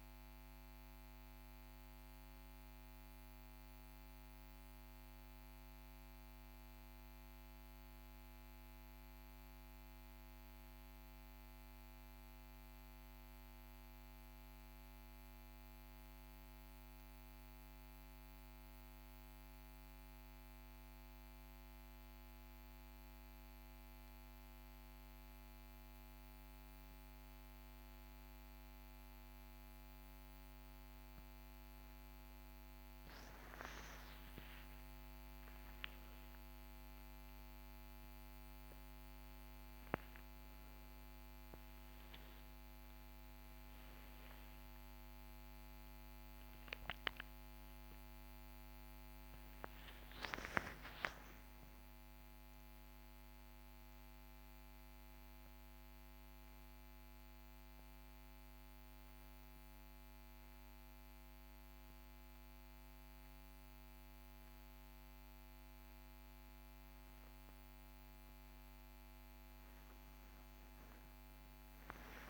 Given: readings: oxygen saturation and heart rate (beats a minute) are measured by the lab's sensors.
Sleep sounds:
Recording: breathing in sleep by a microphone on the trachea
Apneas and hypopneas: 1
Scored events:
6.00-23.00 s: mixed apnea (oxygen 97% before, 92% lowest, heart rate 46 before, 45 extreme, up 1 after)
27.00-31.50 s: arousal
27.50-56.50 s: oxygen desaturation (device-marked, oxygen 98% before, 92% lowest, heart rate 45 before, 45 extreme)
50.50-54.00 s: arousal
From the record:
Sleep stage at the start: N1 (lightest sleep)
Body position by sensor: on the back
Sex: male

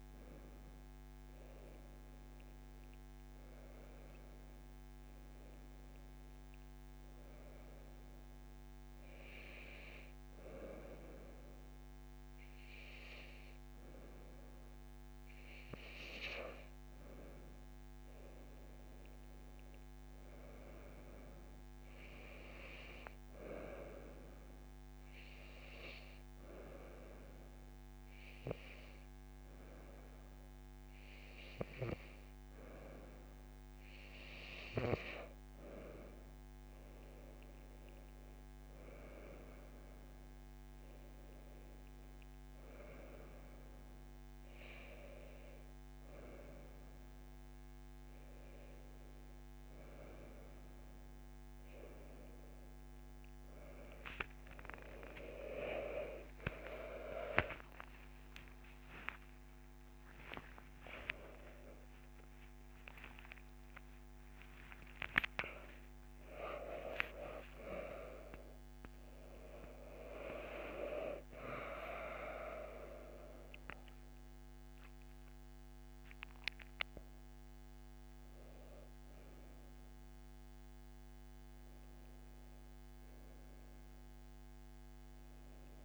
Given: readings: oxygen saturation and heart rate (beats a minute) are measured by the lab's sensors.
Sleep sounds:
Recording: a person partly awake in a sleep study, by a microphone on the trachea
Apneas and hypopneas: none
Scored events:
53.50-83.50 s: new sleep stage, awake
83.50-85.85 s: new sleep stage, N1 (lightest sleep)
From the record:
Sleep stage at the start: N2 (light sleep)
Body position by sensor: on the right side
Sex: female

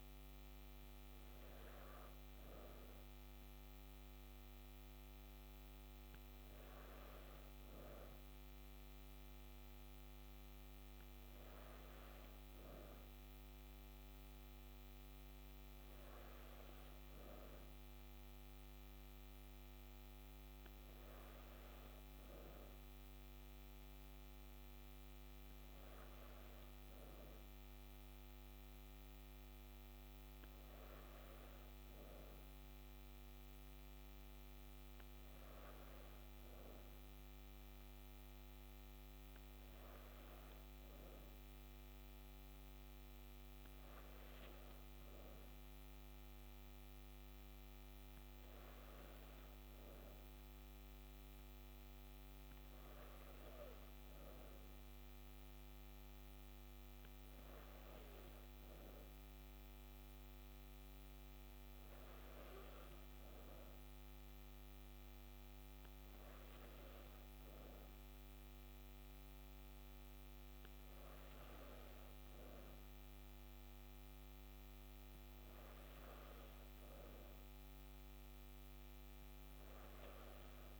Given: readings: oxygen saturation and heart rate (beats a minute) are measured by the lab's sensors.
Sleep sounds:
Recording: breathing in sleep, hard to hear, by a microphone on the trachea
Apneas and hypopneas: none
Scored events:
none scored
From the record:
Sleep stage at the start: N3 (deep sleep)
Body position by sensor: on the back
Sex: female

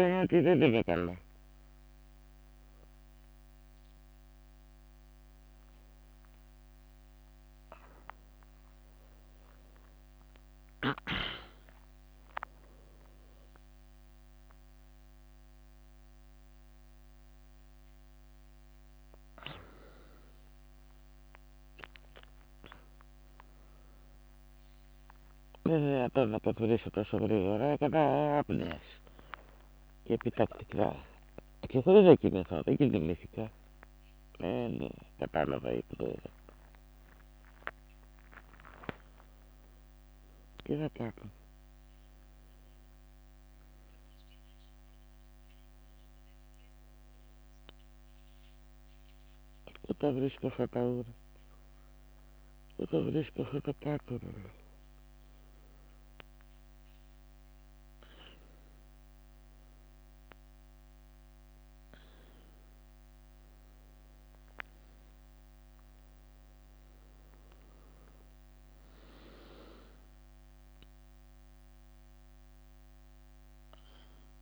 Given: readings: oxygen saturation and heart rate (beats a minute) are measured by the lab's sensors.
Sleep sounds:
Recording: a person awake in a sleep study, by a microphone on the trachea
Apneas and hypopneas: none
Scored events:
0.50-3.00 s: leg movement (device-marked)
5.50-6.50 s: leg movement (device-marked)
6.00-8.00 s: long interval between heartbeats (device-marked, heart rate 80 before, 80 extreme)
6.50-12.50 s: tachycardia (device-marked, heart rate 74 before, 116 extreme)
8.00-10.00 s: long interval between heartbeats (device-marked, heart rate 77 before, 91 extreme)
9.00-10.50 s: leg movement (device-marked)
11.00-13.00 s: long interval between heartbeats (device-marked, heart rate 78 before, 115 extreme)
11.00-17.00 s: leg movement (device-marked)
28.00-32.00 s: snoring (device-marked)
33.50-39.50 s: tachycardia (device-marked, heart rate 75 before, 127 extreme)
34.00-36.00 s: long interval between heartbeats (device-marked, heart rate 85 before, 94 extreme)
37.50-39.50 s: long interval between heartbeats (device-marked, heart rate 86 before, 125 extreme)
46.50-48.50 s: leg movement (device-marked)
51.00-53.50 s: leg movement (device-marked)
53.50-68.50 s: oxygen desaturation (device-marked, oxygen 98% before, 95% lowest, heart rate 93 before, 68 extreme)
64.50-69.00 s: leg movement (device-marked)
From the record:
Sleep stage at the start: awake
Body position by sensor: on the back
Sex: female

